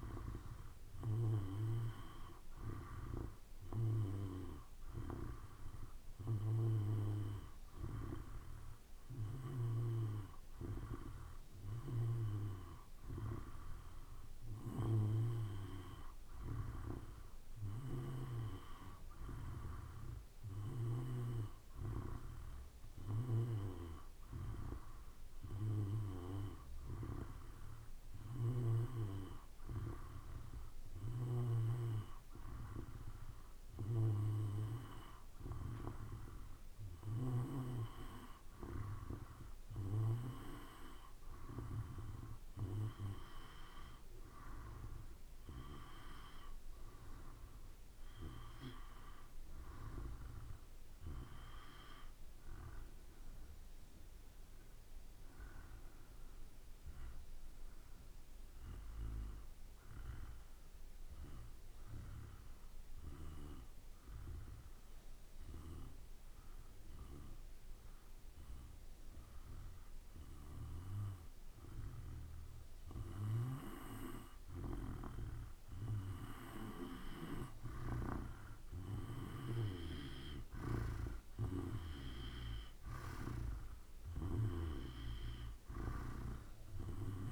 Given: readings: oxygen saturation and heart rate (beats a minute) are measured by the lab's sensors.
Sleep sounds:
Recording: breathing in sleep by a room microphone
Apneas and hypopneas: 1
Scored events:
31.00-37.50 s: snoring (device-marked)
62.50-73.50 s: obstructive apnea (oxygen 94% before, 89% lowest, heart rate 56 before, 54 extreme, up 5 after)
76.50-80.50 s: arousal
79.00-85.00 s: snoring (device-marked)
80.00-87.31 s: oxygen desaturation (device-marked, oxygen 94% before, 89% lowest, heart rate 55 before, 54 extreme)
From the record:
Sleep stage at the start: N2 (light sleep)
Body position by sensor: on the back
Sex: male

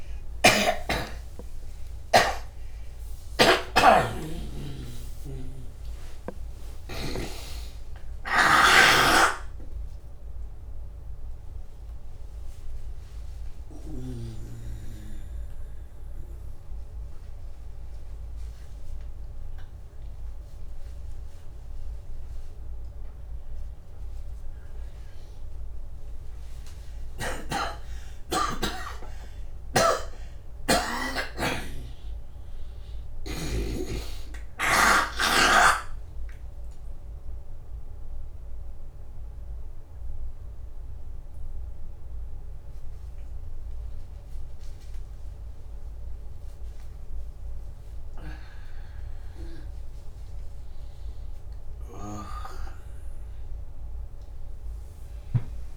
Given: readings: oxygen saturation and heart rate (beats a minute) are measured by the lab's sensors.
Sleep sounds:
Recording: a person awake in a sleep study, by a room microphone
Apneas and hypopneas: none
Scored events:
40.00-54.00 s: oxygen desaturation (device-marked, oxygen 99% before, 94% lowest, heart rate 88 before, 86 extreme)
From the record:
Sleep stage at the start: awake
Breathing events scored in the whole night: 243 in 4.0 hours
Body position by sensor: upright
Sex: male

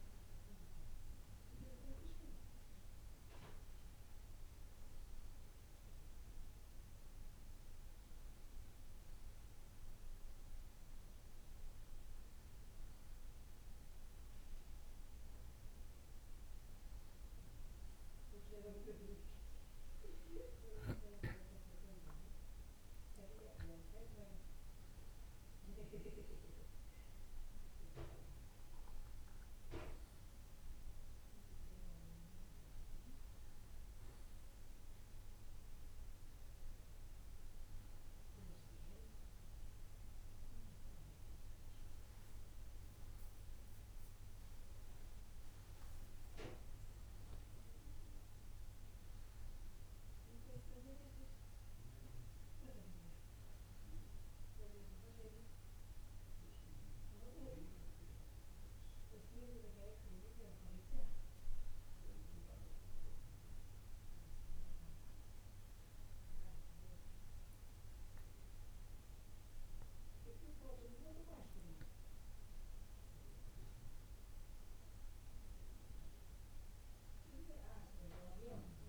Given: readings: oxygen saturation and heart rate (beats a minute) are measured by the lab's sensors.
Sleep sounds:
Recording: breathing in sleep by a room microphone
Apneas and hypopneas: none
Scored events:
0.00-2.50 s: arousal
From the record:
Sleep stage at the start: N2 (light sleep)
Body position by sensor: on the back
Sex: male

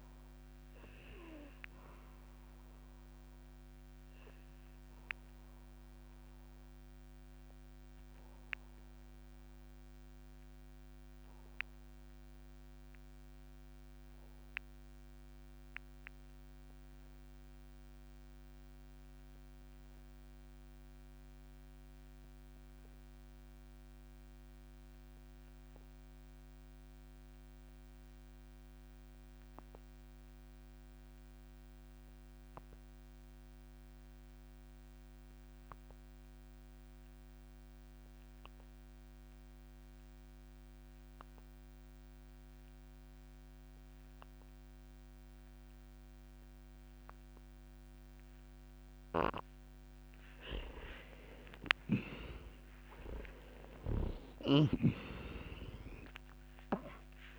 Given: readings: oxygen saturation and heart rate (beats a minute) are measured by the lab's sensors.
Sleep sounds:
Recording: breathing in sleep by a microphone on the trachea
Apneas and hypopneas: 1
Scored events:
0.00-20.50 s: oxygen desaturation (device-marked, oxygen 89% lowest)
4.00-48.00 s: obstructive apnea (oxygen 98% before, 84% lowest, heart rate 49 before, 58 extreme, up 7 after)
35.50-57.39 s: oxygen desaturation (device-marked, oxygen 98% before, 90% lowest, heart rate 61 before, 58 extreme)
52.00-57.00 s: arousal
54.50-57.39 s: snoring (device-marked)
From the record:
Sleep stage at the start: REM sleep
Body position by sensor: on the back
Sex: male

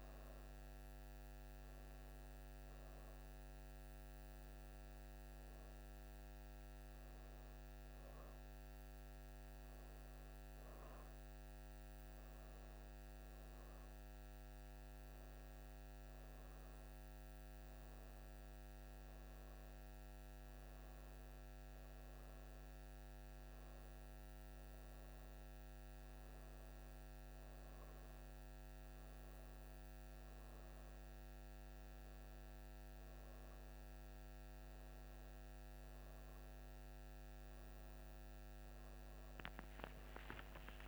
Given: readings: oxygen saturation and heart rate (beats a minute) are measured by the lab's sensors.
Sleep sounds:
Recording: breathing in sleep, hard to hear, by a microphone on the trachea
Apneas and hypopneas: none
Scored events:
20.00-40.88 s: new sleep stage, N1 (lightest sleep)
From the record:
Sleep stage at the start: N2 (light sleep)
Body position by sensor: on the back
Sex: female

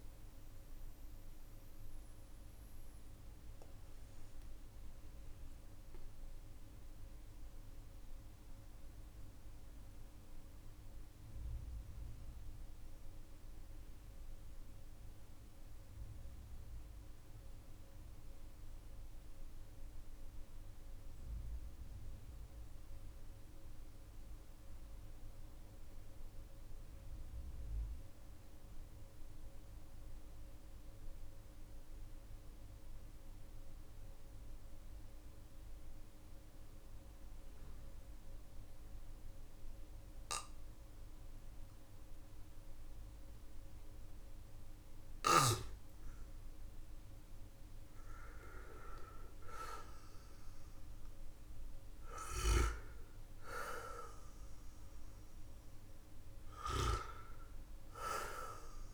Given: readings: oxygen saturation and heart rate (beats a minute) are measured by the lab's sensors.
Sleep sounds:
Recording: breathing in sleep by a room microphone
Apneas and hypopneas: 1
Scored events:
0.00-22.00 s: oxygen desaturation (device-marked, oxygen 91% lowest, heart rate 46 extreme)
6.00-43.00 s: mixed apnea (oxygen 95% before, 89% lowest, heart rate 51 before, 46 extreme, up 12 after)
38.00-58.94 s: oxygen desaturation (device-marked, oxygen 99% before, 89% lowest, heart rate 52 before, 45 extreme)
47.00-52.50 s: arousal
From the record:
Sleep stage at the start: N2 (light sleep)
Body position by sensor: on the back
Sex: male

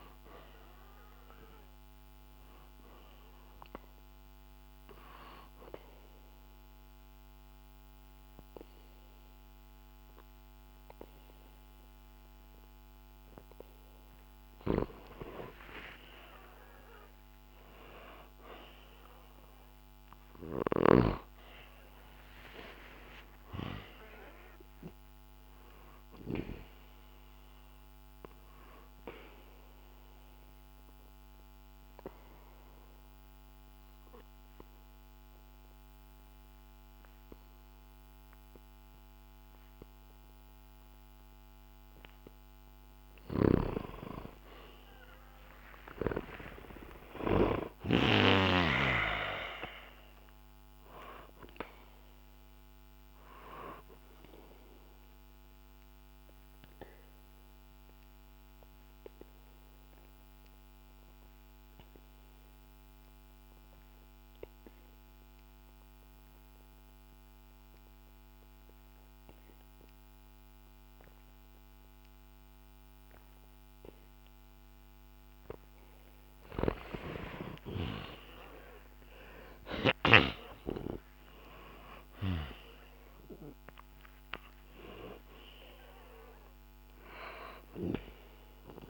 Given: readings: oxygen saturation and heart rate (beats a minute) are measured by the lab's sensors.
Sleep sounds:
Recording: breathing in sleep by a microphone on the trachea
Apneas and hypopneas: 3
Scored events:
3.00-15.00 s: obstructive apnea (oxygen 98% before, 92% lowest, heart rate 67 before, 56 extreme, up 3 after)
16.50-22.50 s: arousal
29.00-41.50 s: obstructive apnea (oxygen 97% before, 91% lowest, heart rate 64 before, 63 extreme, up 3 after)
30.00-36.00 s: oxygen desaturation (device-marked, oxygen 96% before, 93% lowest, heart rate 64 before, 63 extreme)
44.50-49.00 s: arousal
52.50-75.00 s: obstructive apnea (oxygen 96% before, 90% lowest, heart rate 65 before, 63 extreme, up 1 after)
53.00-68.00 s: oxygen desaturation (device-marked, oxygen 96% before, 92% lowest, heart rate 65 before, 63 extreme)
77.00-81.50 s: arousal
From the record:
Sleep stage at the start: N2 (light sleep)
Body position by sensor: on the back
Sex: male

